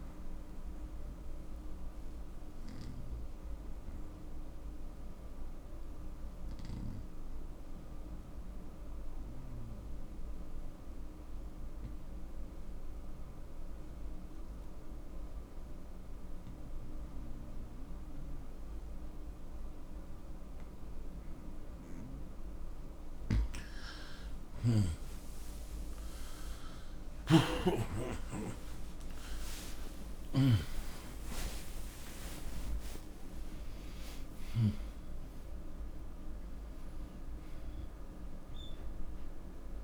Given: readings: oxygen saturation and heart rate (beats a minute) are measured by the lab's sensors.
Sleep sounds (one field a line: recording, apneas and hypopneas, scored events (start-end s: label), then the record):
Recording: breathing in sleep by a room microphone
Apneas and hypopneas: 1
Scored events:
2.00-22.50 s: obstructive apnea (oxygen 97% before, 89% lowest, heart rate 63 before, 62 extreme, up 6 after)
24.50-39.84 s: new sleep stage, N1 (lightest sleep)
25.00-32.00 s: arousal
From the record:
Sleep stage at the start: N2 (light sleep)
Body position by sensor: on the right side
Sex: male